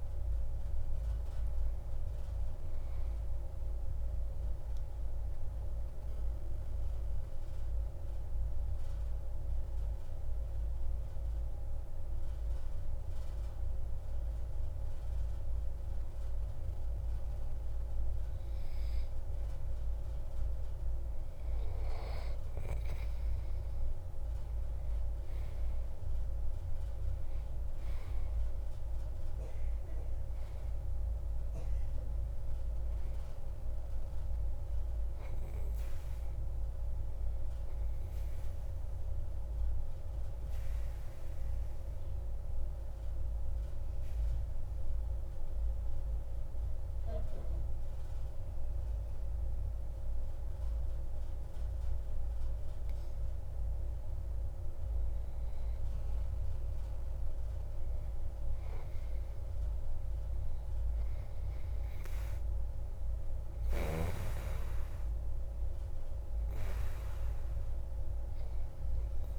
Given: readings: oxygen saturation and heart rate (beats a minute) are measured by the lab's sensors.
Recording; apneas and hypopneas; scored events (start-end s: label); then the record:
breathing in sleep, hard to hear, by a room microphone; 2
7.50-20.00 s: obstructive apnea (oxygen 93% before, 93% lowest)
23.50-27.50 s: arousal
29.00-37.00 s: oxygen desaturation (device-marked, oxygen 96% before, 93% lowest)
39.50-54.00 s: obstructive apnea (oxygen 96% before, 93% lowest)
57.00-60.50 s: arousal
From the record:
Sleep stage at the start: N2 (light sleep); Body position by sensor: on the back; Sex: male